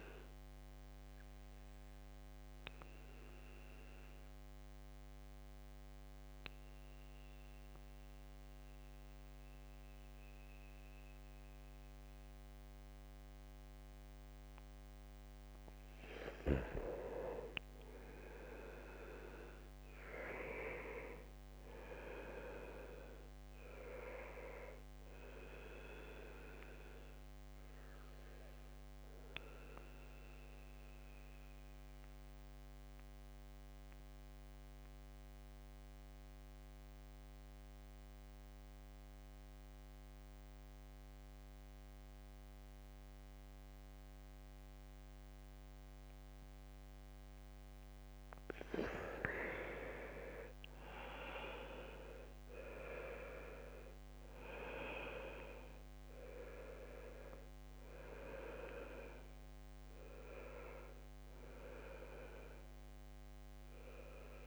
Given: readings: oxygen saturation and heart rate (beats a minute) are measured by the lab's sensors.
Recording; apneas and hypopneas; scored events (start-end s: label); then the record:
breathing in sleep by a microphone on the trachea; 2
0.00-16.00 s: oxygen desaturation (device-marked, oxygen 88% lowest, heart rate 65 extreme)
0.50-15.50 s: central apnea (oxygen 98% before, 86% lowest, heart rate 69 before, 65 extreme, up 6 after)
17.00-20.00 s: arousal
23.00-41.00 s: oxygen desaturation (device-marked, oxygen 96% before, 90% lowest, heart rate 69 before, 65 extreme)
26.50-47.50 s: mixed apnea (oxygen 96% before, 86% lowest, heart rate 69 before, 65 extreme, up 2 after)
49.50-52.50 s: arousal
54.00-64.47 s: oxygen desaturation (device-marked, oxygen 97% before, 86% lowest, heart rate 68 before, 65 extreme)
From the record:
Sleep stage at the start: N2 (light sleep); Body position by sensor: on the back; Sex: male